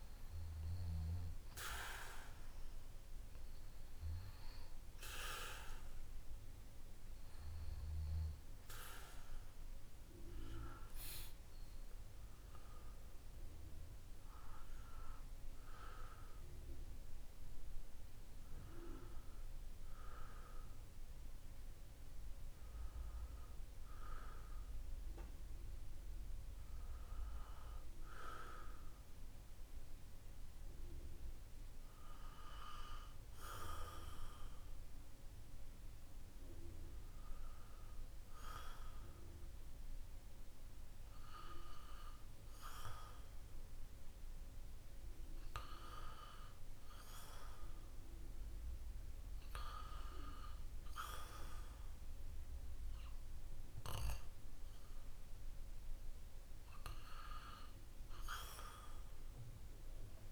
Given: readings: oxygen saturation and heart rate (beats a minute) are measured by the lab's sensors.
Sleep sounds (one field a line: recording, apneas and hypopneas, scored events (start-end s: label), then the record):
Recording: a person awake in a sleep study, by a room microphone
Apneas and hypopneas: none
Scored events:
6.00-60.32 s: new sleep stage, awake
14.00-35.00 s: oxygen desaturation (device-marked, oxygen 96% before, 92% lowest, heart rate 53 before, 51 extreme)
From the record:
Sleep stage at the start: N1 (lightest sleep)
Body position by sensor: on the back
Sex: male